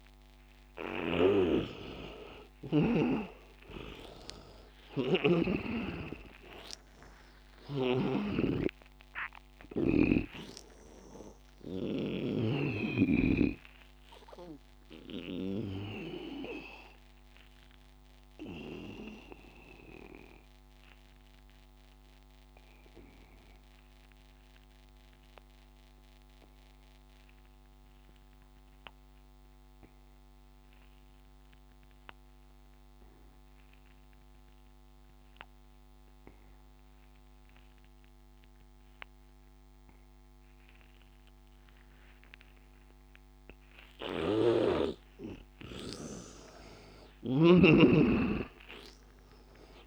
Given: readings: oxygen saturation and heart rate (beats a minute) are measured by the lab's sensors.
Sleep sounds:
breathing in sleep by a microphone on the trachea; 1
0.00-25.00 s: oxygen desaturation (device-marked, oxygen 99% before, 80% lowest, heart rate 87 before, 76 extreme)
1.00-5.50 s: snoring (device-marked)
3.00-7.50 s: arousal
7.50-12.50 s: snoring (device-marked)
16.50-45.50 s: obstructive apnea (oxygen 99% before, 78% lowest, heart rate 87 before, 73 extreme, up 17 after)
35.00-49.87 s: oxygen desaturation (device-marked, oxygen 99% before, 78% lowest, heart rate 87 before, 73 extreme)
44.00-49.87 s: snoring (device-marked)
47.50-49.87 s: arousal
From the record:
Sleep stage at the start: N2 (light sleep); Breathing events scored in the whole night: 284 in 4.1 hours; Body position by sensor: on the back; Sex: male

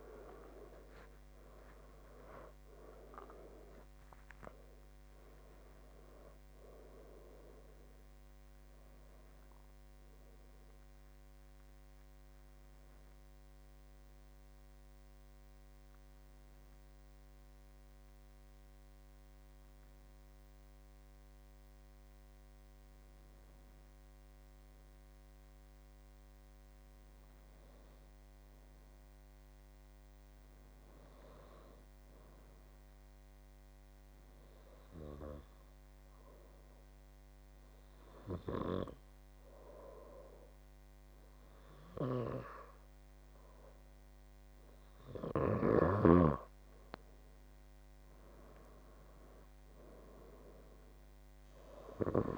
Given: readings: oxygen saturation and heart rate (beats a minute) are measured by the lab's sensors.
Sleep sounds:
breathing in sleep by a microphone on the trachea; 1
0.00-4.00 s: arousal
0.50-25.50 s: oxygen desaturation (device-marked, oxygen 96% before, 92% lowest, heart rate 76 before, 63 extreme)
13.50-43.00 s: obstructive apnea (oxygen 97% before, 92% lowest, heart rate 81 before, 64 extreme, up 6 after)
42.50-52.38 s: oxygen desaturation (device-marked, oxygen 97% before, 93% lowest, heart rate 73 before, 68 extreme)
47.50-51.00 s: arousal
From the record:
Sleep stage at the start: N2 (light sleep); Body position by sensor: on the left side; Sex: male

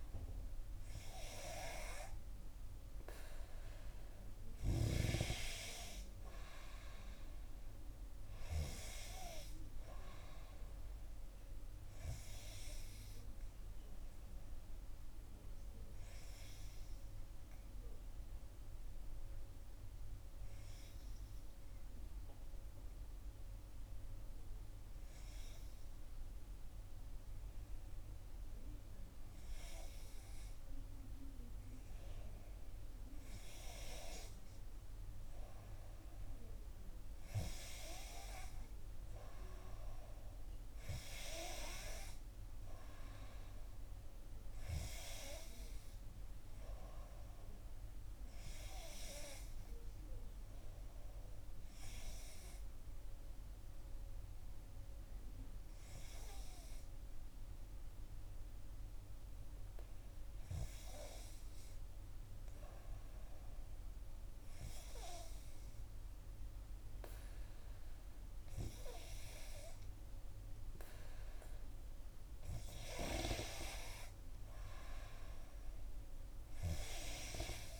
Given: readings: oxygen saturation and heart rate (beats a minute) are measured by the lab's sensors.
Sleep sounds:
breathing in sleep by a room microphone; 2
7.50-11.50 s: arousal
15.00-28.50 s: obstructive apnea (oxygen 95% before, 91% lowest, heart rate 61 before, 57 extreme, up 2 after)
35.00-39.00 s: arousal
49.50-63.50 s: hypopnea (oxygen 94% before, 90% lowest, heart rate 60 before, 59 extreme, up 3 after)
68.00-72.00 s: arousal
From the record:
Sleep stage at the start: N2 (light sleep); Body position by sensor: on the back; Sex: female

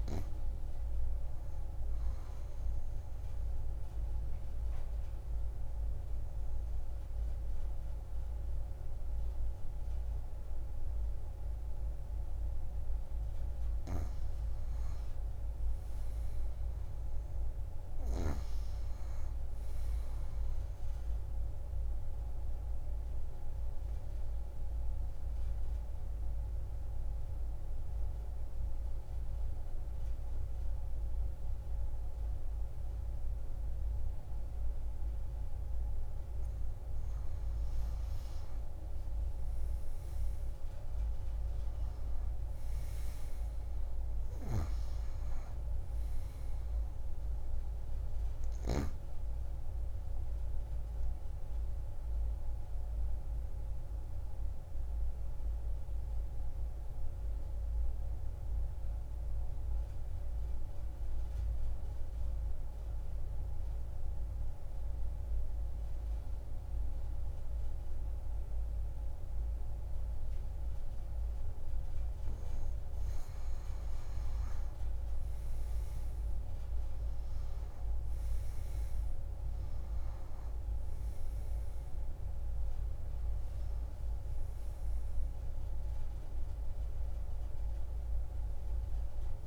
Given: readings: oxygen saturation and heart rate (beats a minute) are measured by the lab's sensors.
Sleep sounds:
breathing in sleep, hard to hear, by a room microphone; 3
3.50-13.50 s: obstructive apnea (oxygen 97% before, 90% lowest)
10.00-20.00 s: oxygen desaturation (device-marked, oxygen 97% before, 93% lowest)
15.00-19.00 s: arousal
22.00-35.50 s: obstructive apnea (oxygen 97% before, 87% lowest)
38.00-41.50 s: arousal
47.00-65.00 s: oxygen desaturation (device-marked, oxygen 95% before, 90% lowest)
51.50-73.00 s: obstructive apnea (oxygen 95% before, 85% lowest)
75.00-78.50 s: arousal
76.00-89.47 s: oxygen desaturation (device-marked, oxygen 97% before, 85% lowest)
From the record:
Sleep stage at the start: N2 (light sleep); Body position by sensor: on the back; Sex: female

